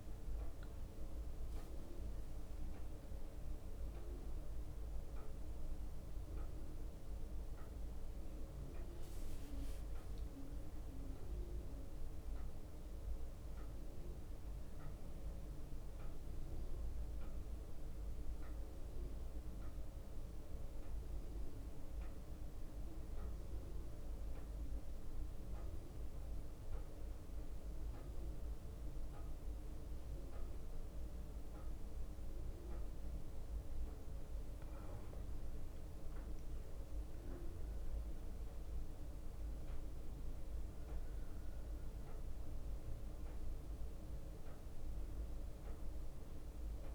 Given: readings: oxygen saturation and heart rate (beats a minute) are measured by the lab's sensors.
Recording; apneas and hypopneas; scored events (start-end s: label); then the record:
a person awake in a sleep study, hard to hear, by a room microphone; none
0.50-14.50 s: drop in pulse transit time (device-marked, heart rate 61 before, 59 extreme)
2.00-6.50 s: leg movement (device-marked)
11.50-34.50 s: bradycardia (device-marked, heart rate 71 before, 57 extreme)
33.50-46.95 s: new sleep stage, N1 (lightest sleep)
From the record:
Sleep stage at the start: awake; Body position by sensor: on the back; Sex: male